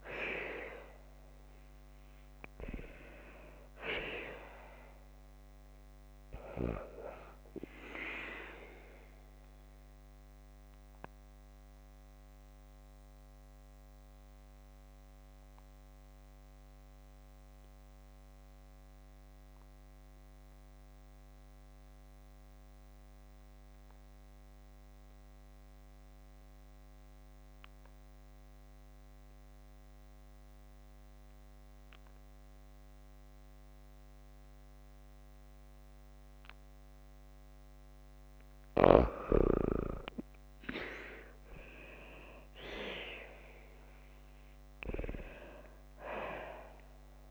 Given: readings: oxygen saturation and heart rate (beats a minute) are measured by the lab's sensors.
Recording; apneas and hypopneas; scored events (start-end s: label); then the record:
breathing in sleep by a microphone on the trachea; 1
0.00-6.00 s: oxygen desaturation (device-marked, oxygen 88% lowest, heart rate 53 extreme)
9.00-37.50 s: obstructive apnea (oxygen 97% before, 89% lowest, heart rate 60 before, 50 extreme, up 8 after)
35.00-44.00 s: oxygen desaturation (device-marked, oxygen 97% before, 91% lowest, heart rate 54 before, 53 extreme)
41.50-44.00 s: arousal
From the record:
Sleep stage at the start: N2 (light sleep); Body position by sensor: on the back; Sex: female